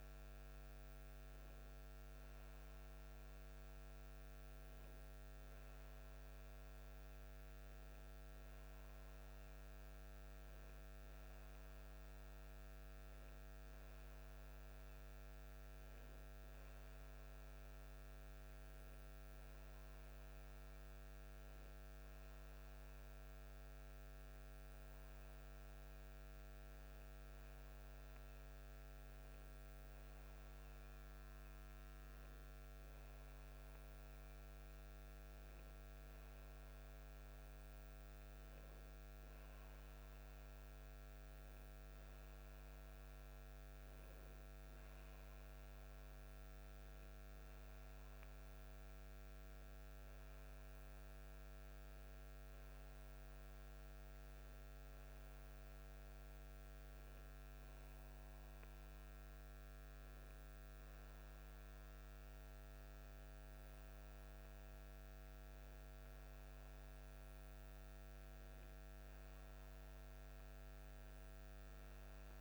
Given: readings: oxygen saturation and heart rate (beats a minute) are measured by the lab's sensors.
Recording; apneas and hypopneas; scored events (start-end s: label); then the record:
breathing in sleep, hard to hear, by a microphone on the trachea; none
none scored
From the record:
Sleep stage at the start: N2 (light sleep); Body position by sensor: on the back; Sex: male